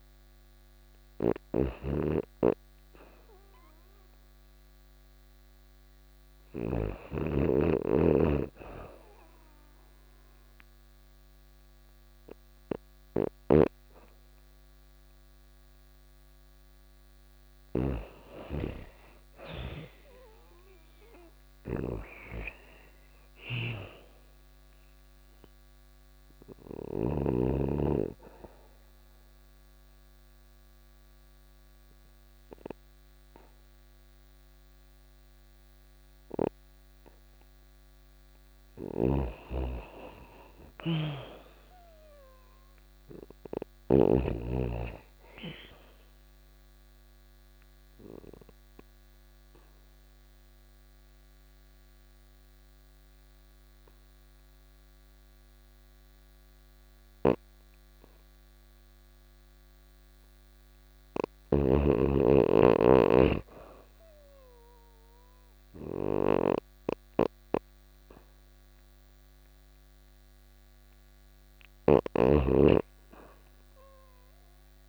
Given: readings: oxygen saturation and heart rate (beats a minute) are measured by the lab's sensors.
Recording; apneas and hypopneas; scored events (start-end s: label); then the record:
breathing in sleep by a microphone on the trachea; 3
0.00-6.00 s: oxygen desaturation (device-marked, oxygen 89% lowest, heart rate 92 extreme)
0.00-6.00 s: snoring (device-marked)
7.50-17.50 s: obstructive apnea (oxygen 96% before, 85% lowest, heart rate 93 before, 93 extreme, up 3 after)
8.00-20.00 s: oxygen desaturation (device-marked, oxygen 94% before, 89% lowest, heart rate 93 before, 93 extreme)
12.50-26.50 s: snoring (device-marked)
20.00-23.50 s: arousal
24.00-35.00 s: oxygen desaturation (device-marked, oxygen 92% before, 89% lowest, heart rate 93 before, 90 extreme)
27.50-38.50 s: obstructive apnea (oxygen 94% before, 85% lowest, heart rate 94 before, 89 extreme, up 0 after)
38.00-43.00 s: snoring (device-marked)
39.50-42.50 s: arousal
40.00-53.00 s: oxygen desaturation (device-marked, oxygen 98% before, 90% lowest, heart rate 94 before, 89 extreme)
45.50-60.00 s: obstructive apnea (oxygen 98% before, 85% lowest, heart rate 94 before, 89 extreme, up 0 after)
56.00-74.89 s: snoring (device-marked)
61.50-64.50 s: arousal
65.00-74.89 s: oxygen desaturation (device-marked, oxygen 97% before, 85% lowest, heart rate 91 before, 90 extreme)
From the record:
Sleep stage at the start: N2 (light sleep); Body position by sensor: on the back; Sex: female